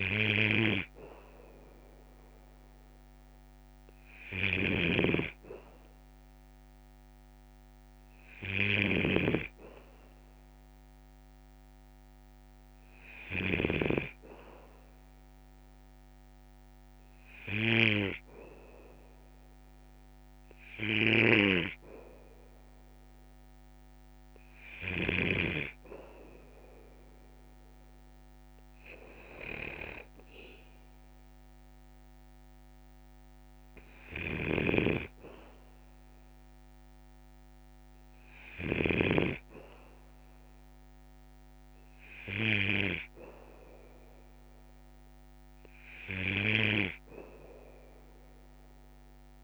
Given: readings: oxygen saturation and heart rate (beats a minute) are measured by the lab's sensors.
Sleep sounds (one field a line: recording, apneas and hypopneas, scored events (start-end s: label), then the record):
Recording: breathing in sleep by a microphone on the trachea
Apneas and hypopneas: none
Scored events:
4.50-13.50 s: snoring (device-marked)
34.00-39.00 s: snoring (device-marked)
From the record:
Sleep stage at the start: N2 (light sleep)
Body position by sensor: on the back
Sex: male